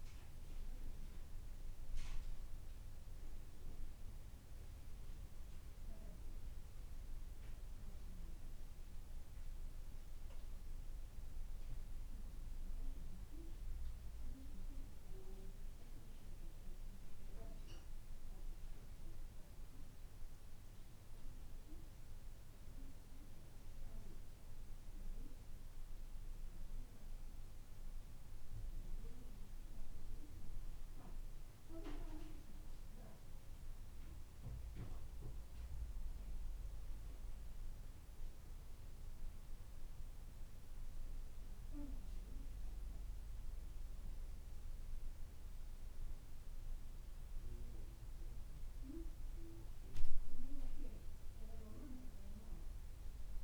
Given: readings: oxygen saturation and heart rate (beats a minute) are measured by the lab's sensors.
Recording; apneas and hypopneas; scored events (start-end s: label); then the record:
a person awake in a sleep study, by a room microphone; none
none scored
From the record:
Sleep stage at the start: awake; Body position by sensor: on the back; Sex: male